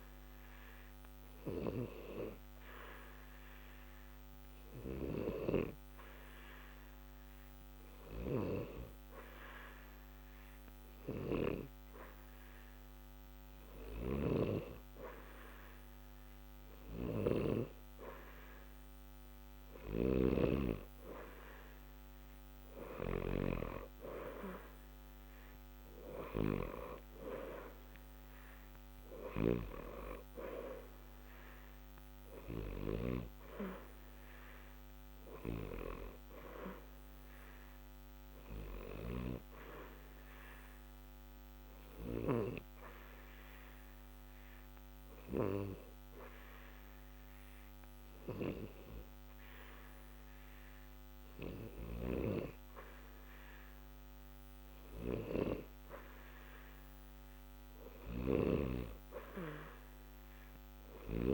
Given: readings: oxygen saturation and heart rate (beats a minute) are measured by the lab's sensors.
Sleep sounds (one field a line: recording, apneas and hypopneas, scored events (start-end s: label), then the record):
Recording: breathing in sleep by a microphone on the trachea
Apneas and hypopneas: 2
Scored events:
1.00-13.50 s: obstructive apnea (oxygen 90% before, 88% lowest, heart rate 60 before, 60 extreme, up 0 after)
15.00-17.50 s: arousal
39.00-56.00 s: obstructive apnea (oxygen 91% before, 88% lowest, heart rate 60 before, 60 extreme, up 0 after)
57.50-61.34 s: arousal
From the record:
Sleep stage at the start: N2 (light sleep)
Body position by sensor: on the back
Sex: male